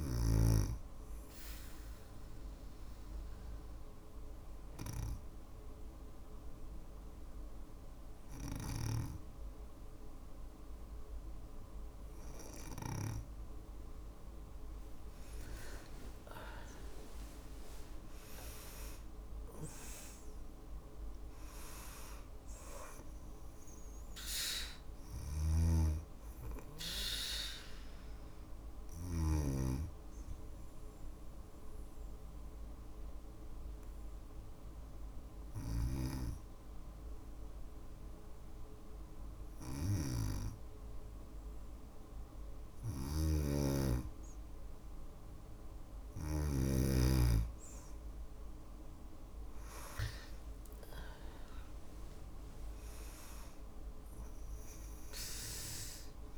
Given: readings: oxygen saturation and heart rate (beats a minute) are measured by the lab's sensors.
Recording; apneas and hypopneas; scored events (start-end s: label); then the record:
breathing in sleep by a room microphone; 2
0.50-12.50 s: obstructive apnea (oxygen 97% before, 93% lowest, heart rate 57 before, 54 extreme, up 4 after)
15.50-19.50 s: arousal
22.50-39.50 s: oxygen desaturation (device-marked, oxygen 97% before, 93% lowest, heart rate 57 before, 54 extreme)
24.00-28.50 s: snoring (device-marked)
29.00-40.50 s: hypopnea (oxygen 97% before, 93% lowest, heart rate 57 before, 54 extreme, up 3 after)
42.00-46.00 s: snoring (device-marked)
49.50-54.00 s: arousal
52.50-56.38 s: oxygen desaturation (device-marked, oxygen 97% before, 93% lowest, heart rate 56 before, 54 extreme)
From the record:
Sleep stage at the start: N2 (light sleep); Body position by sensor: on the back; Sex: female